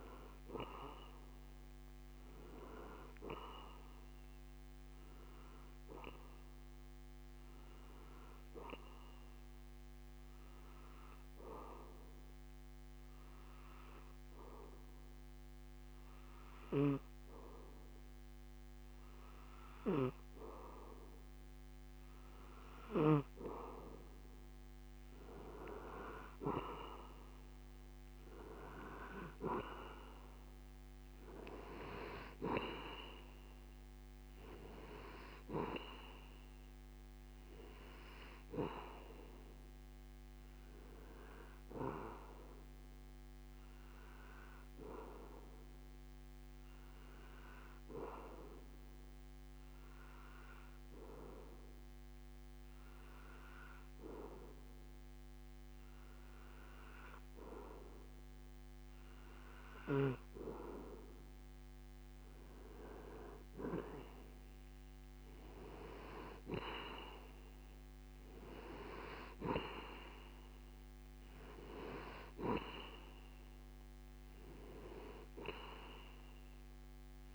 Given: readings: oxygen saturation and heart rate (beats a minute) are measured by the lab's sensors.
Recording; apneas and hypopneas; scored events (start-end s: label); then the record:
breathing in sleep by a microphone on the trachea; 2
9.50-22.00 s: obstructive apnea (oxygen 95% before, 92% lowest)
25.00-29.50 s: arousal
46.00-59.50 s: hypopnea (oxygen 94% before, 92% lowest)
62.00-66.50 s: arousal
From the record:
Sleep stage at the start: N2 (light sleep); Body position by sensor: on the back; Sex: male